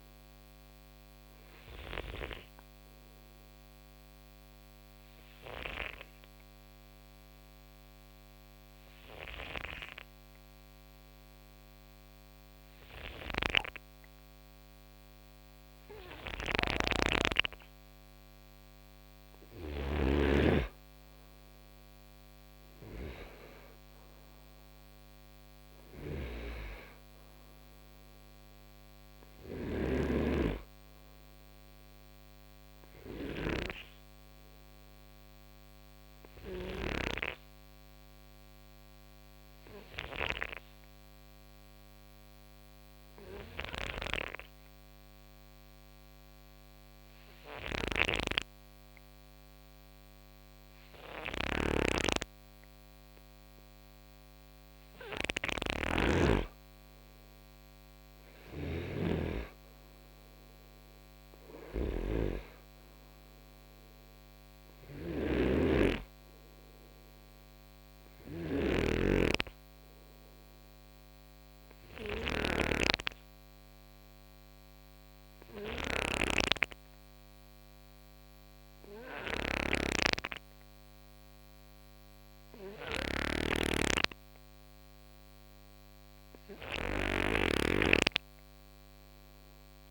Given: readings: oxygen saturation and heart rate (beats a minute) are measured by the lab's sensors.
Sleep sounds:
breathing in sleep by a microphone on the trachea; 3
0.00-7.00 s: oxygen desaturation (device-marked, oxygen 94% lowest, heart rate 58 extreme)
5.50-17.50 s: hypopnea (oxygen 98% before, 93% lowest, heart rate 62 before, 56 extreme, up 8 after)
12.50-19.50 s: snoring (device-marked)
20.50-25.50 s: arousal
22.00-41.00 s: oxygen desaturation (device-marked, oxygen 97% before, 93% lowest, heart rate 60 before, 54 extreme)
25.50-36.50 s: snoring (device-marked)
38.00-55.00 s: hypopnea (oxygen 97% before, 92% lowest, heart rate 63 before, 54 extreme, up 15 after)
47.00-89.91 s: snoring (device-marked)
56.00-82.00 s: oxygen desaturation (device-marked, oxygen 97% before, 93% lowest, heart rate 57 before, 58 extreme)
58.50-63.00 s: arousal
73.00-85.50 s: hypopnea (oxygen 97% before, 92% lowest, heart rate 63 before, 58 extreme, up 5 after)
From the record:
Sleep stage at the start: N2 (light sleep); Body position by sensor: on the right side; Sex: male

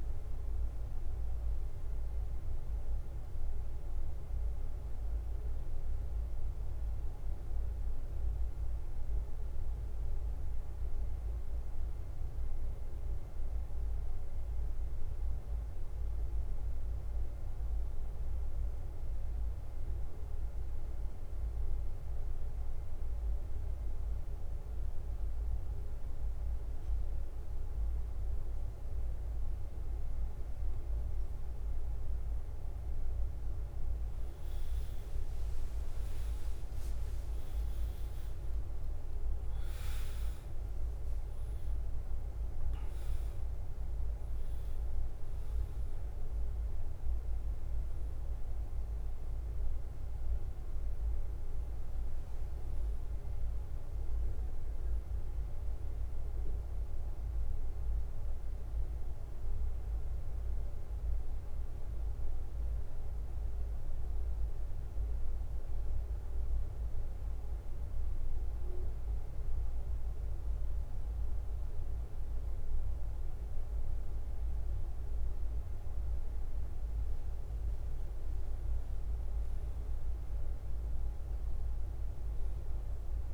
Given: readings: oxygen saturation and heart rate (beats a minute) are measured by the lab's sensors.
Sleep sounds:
breathing in sleep, hard to hear, by a room microphone; 2
0.00-39.00 s: bradycardia (device-marked, heart rate 47 extreme)
7.50-32.00 s: mixed apnea (oxygen 99% before, 91% lowest, heart rate 53 before, 45 extreme, up 8 after)
34.00-37.50 s: arousal
35.00-52.00 s: oxygen desaturation (device-marked, oxygen 99% before, 93% lowest, heart rate 50 before, 45 extreme)
44.50-46.50 s: long interval between heartbeats (device-marked, heart rate 53 before, 71 extreme)
47.00-83.34 s: bradycardia (device-marked, heart rate 52 before, 45 extreme)
56.50-60.00 s: arousal
58.00-76.00 s: oxygen desaturation (device-marked, oxygen 95% before, 91% lowest, heart rate 57 before, 50 extreme)
63.00-76.50 s: central apnea (oxygen 98% before, 91% lowest, heart rate 55 before, 50 extreme, up 2 after)
79.00-83.00 s: arousal
From the record:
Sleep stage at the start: N2 (light sleep); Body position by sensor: on the back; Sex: male

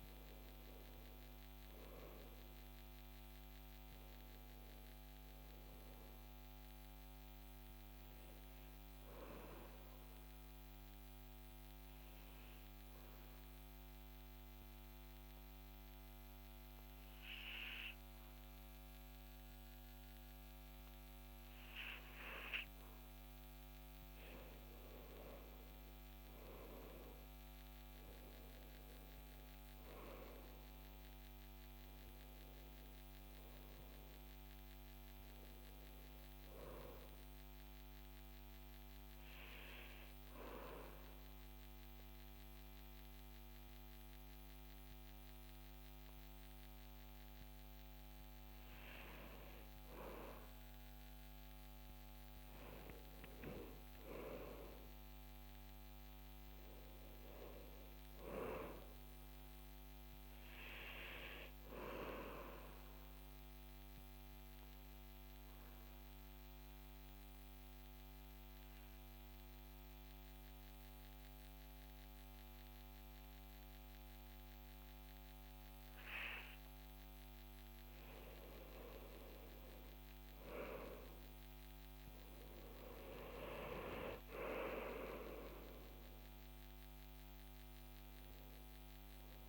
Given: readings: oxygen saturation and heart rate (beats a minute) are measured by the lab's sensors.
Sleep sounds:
breathing in sleep by a microphone on the trachea; 3
0.00-4.00 s: oxygen desaturation (device-marked, oxygen 92% lowest, heart rate 49 extreme)
10.00-23.50 s: obstructive apnea (oxygen 96% before, 92% lowest, heart rate 54 before, 48 extreme, up 14 after)
23.00-31.00 s: oxygen desaturation (device-marked, oxygen 96% before, 93% lowest, heart rate 52 before, 48 extreme)
26.00-29.50 s: arousal
38.50-51.00 s: hypopnea (oxygen 96% before, 92% lowest, heart rate 56 before, 47 extreme, up 11 after)
49.00-65.00 s: oxygen desaturation (device-marked, oxygen 96% before, 92% lowest, heart rate 54 before, 47 extreme)
54.50-58.00 s: arousal
64.50-76.50 s: central apnea (oxygen 96% before, 91% lowest, heart rate 53 before, 47 extreme, up 18 after)
79.00-84.00 s: arousal
From the record:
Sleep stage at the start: N2 (light sleep); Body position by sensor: on the back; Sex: male

